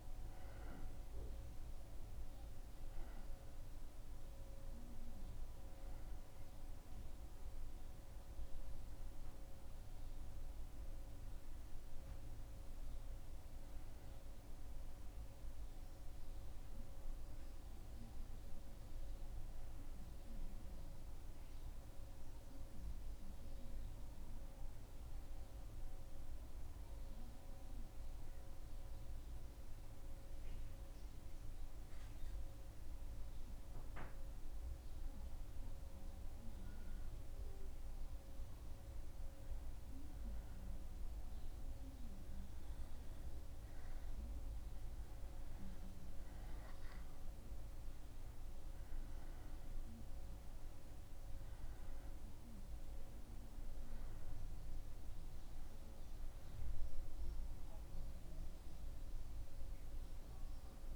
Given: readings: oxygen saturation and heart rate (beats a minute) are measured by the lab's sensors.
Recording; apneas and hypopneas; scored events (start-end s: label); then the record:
a person partly awake in a sleep study, hard to hear, by a room microphone; 1
13.00-60.96 s: new sleep stage, N1 (lightest sleep)
15.00-34.50 s: hypopnea (oxygen 96% before, 90% lowest, heart rate 78 before, 75 extreme, up 0 after)
37.50-40.50 s: arousal
50.00-60.96 s: oxygen desaturation (device-marked, oxygen 96% before, 90% lowest, heart rate 76 before, 73 extreme)
From the record:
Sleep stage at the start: awake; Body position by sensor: on the back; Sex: male